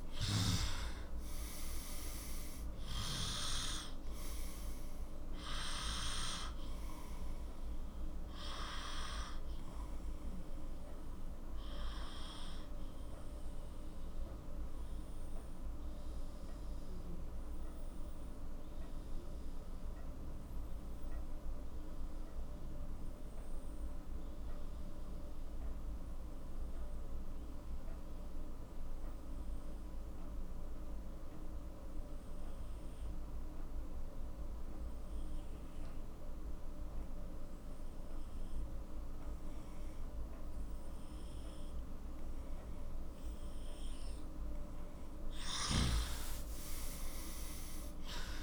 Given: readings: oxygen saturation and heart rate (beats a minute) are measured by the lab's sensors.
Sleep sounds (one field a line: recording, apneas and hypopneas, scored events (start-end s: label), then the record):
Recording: breathing in sleep by a room microphone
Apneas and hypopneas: 1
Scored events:
0.00-9.00 s: oxygen desaturation (device-marked, oxygen 91% lowest, heart rate 39 extreme)
6.50-44.00 s: obstructive apnea (oxygen 98% before, 91% lowest, heart rate 53 before, 38 extreme, up 13 after)
38.00-48.43 s: oxygen desaturation (device-marked, oxygen 98% before, 91% lowest, heart rate 46 before, 38 extreme)
46.00-48.43 s: arousal
From the record:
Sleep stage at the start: N2 (light sleep)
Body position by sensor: on the left side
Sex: male